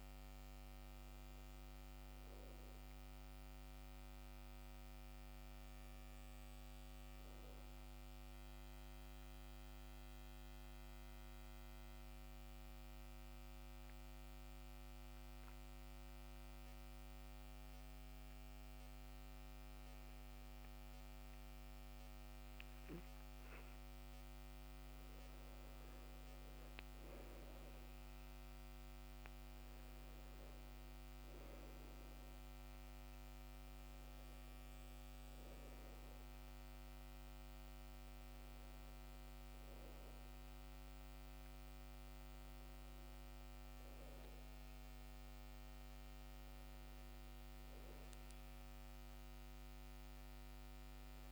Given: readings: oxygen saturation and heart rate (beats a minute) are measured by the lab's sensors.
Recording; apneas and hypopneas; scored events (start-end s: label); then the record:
breathing in sleep, hard to hear, by a microphone on the trachea; 1
9.50-25.00 s: obstructive apnea (oxygen 99% before, 91% lowest, heart rate 70 before, 67 extreme, up 10 after)
25.50-51.32 s: oxygen desaturation (device-marked, oxygen 95% before, 91% lowest, heart rate 69 before, 63 extreme)
27.50-30.00 s: arousal
From the record:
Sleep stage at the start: N2 (light sleep); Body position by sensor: on the back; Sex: male